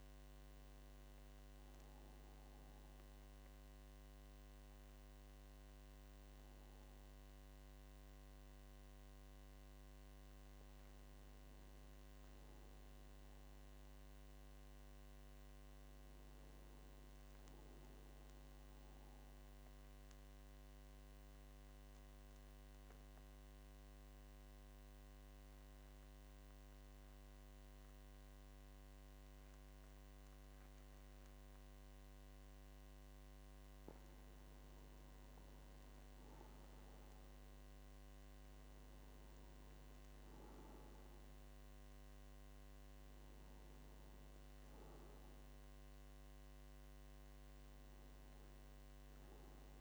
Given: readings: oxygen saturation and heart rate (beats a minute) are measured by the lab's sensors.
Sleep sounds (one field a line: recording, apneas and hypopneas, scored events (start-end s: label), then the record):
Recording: breathing in sleep, hard to hear, by a microphone on the trachea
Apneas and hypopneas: 2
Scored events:
1.00-11.00 s: obstructive apnea (oxygen 97% before, 91% lowest, heart rate 52 before, 48 extreme, up 6 after)
13.00-16.00 s: arousal
17.50-32.50 s: oxygen desaturation (device-marked, oxygen 97% before, 94% lowest, heart rate 51 before, 49 extreme)
20.00-33.50 s: obstructive apnea (oxygen 97% before, 91% lowest, heart rate 51 before, 49 extreme, up 9 after)
34.50-38.00 s: arousal
34.50-49.81 s: oxygen desaturation (device-marked, oxygen 96% before, 91% lowest, heart rate 52 before, 49 extreme)
From the record:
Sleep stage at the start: N2 (light sleep)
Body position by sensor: on the back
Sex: male